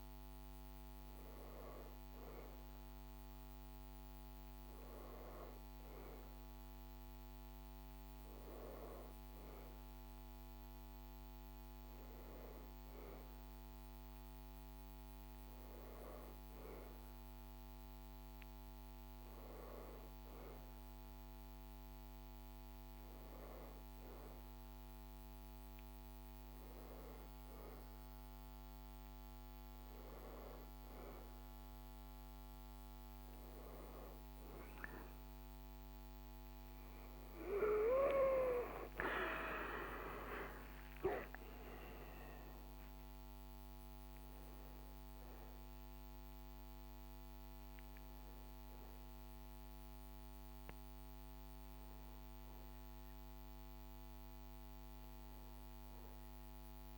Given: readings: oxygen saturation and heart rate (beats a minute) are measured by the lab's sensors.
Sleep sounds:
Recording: breathing in sleep by a microphone on the trachea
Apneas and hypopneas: none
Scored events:
34.50-56.98 s: new sleep stage, N1 (lightest sleep)
36.50-42.00 s: arousal
From the record:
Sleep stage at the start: N2 (light sleep)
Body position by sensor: on the back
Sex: male

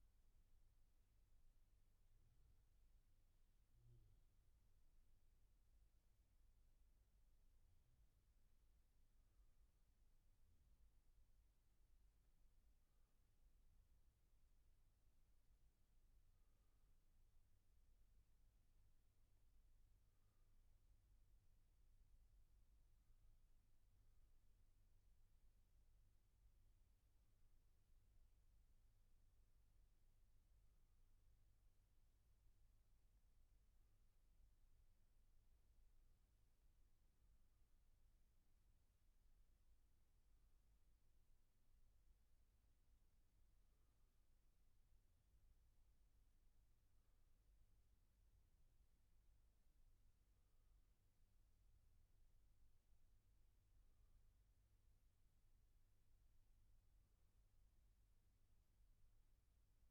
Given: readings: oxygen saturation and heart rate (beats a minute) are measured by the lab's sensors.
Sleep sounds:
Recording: breathing in sleep, hard to hear, by a room microphone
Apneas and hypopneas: none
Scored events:
none scored
From the record:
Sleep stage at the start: N1 (lightest sleep)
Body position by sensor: on the back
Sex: male

